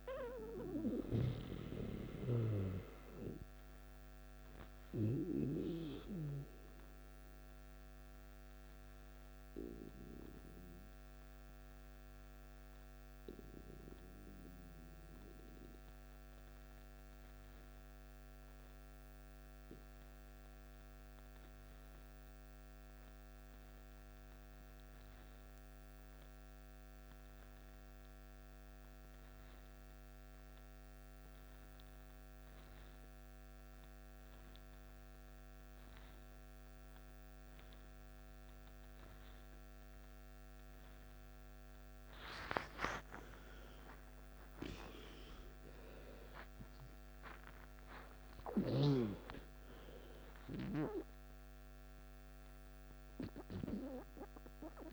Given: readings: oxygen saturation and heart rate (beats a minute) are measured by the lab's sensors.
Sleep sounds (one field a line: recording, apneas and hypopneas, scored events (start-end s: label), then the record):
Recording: breathing in sleep by a microphone on the trachea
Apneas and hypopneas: 1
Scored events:
0.00-18.00 s: oxygen desaturation (device-marked, oxygen 89% lowest, heart rate 50 extreme)
14.00-42.50 s: mixed apnea (oxygen 95% before, 89% lowest, heart rate 59 before, 51 extreme, up 13 after)
35.00-54.92 s: oxygen desaturation (device-marked, oxygen 98% before, 89% lowest, heart rate 54 before, 52 extreme)
43.50-47.50 s: arousal
From the record:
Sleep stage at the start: N2 (light sleep)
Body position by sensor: on the back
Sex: male